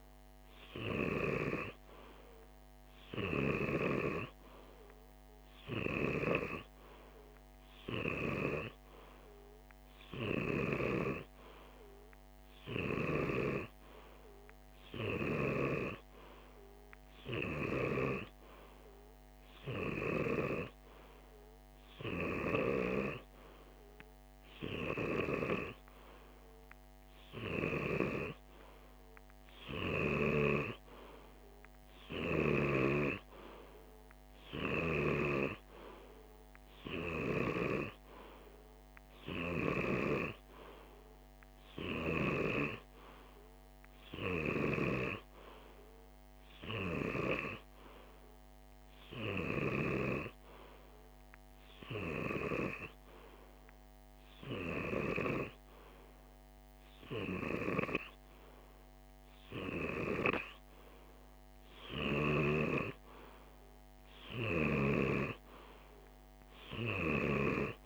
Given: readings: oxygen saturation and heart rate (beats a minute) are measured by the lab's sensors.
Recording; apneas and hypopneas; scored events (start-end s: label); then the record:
breathing in sleep by a microphone on the trachea; none
none scored
From the record:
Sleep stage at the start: N2 (light sleep); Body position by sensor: on the left side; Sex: male